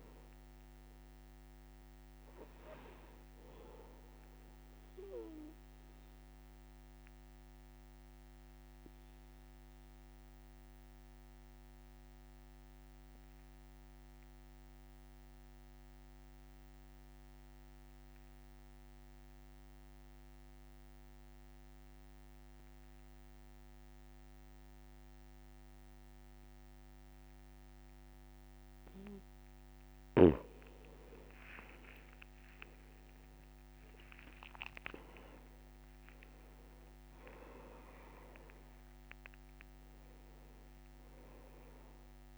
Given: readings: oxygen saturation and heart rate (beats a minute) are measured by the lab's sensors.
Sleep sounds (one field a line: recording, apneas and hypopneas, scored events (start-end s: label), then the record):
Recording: breathing in sleep by a microphone on the trachea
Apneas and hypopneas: 1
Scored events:
0.00-18.00 s: oxygen desaturation (device-marked, oxygen 90% lowest, heart rate 60 extreme)
6.00-29.00 s: obstructive apnea (oxygen 98% before, 90% lowest, heart rate 63 before, 60 extreme, up 44 after)
31.00-42.38 s: oxygen desaturation (device-marked, oxygen 99% before, 90% lowest, heart rate 61 before, 61 extreme)
31.50-37.00 s: arousal
32.00-36.00 s: tachycardia (device-marked, heart rate 63 before, 103 extreme)
33.50-35.50 s: long interval between heartbeats (device-marked, heart rate 62 before, 92 extreme)
From the record:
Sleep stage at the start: N2 (light sleep)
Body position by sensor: on the back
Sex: male